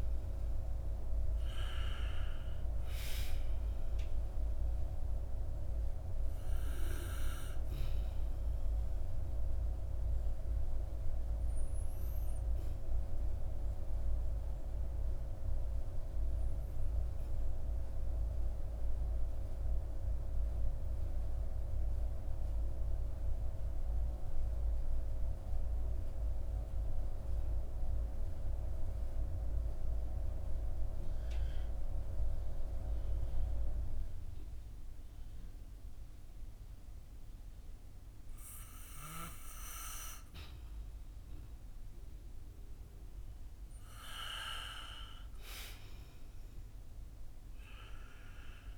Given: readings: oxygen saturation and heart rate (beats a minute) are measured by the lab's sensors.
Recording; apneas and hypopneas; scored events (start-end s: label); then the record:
breathing in sleep by a room microphone; 1
0.00-1.00 s: arousal
9.50-40.00 s: obstructive apnea (oxygen 97% before, 91% lowest, heart rate 57 before, 49 extreme, up 9 after)
14.50-32.50 s: oxygen desaturation (device-marked, oxygen 94% before, 91% lowest, heart rate 57 before, 49 extreme)
44.00-48.50 s: arousal
From the record:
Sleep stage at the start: N2 (light sleep); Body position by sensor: on the back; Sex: male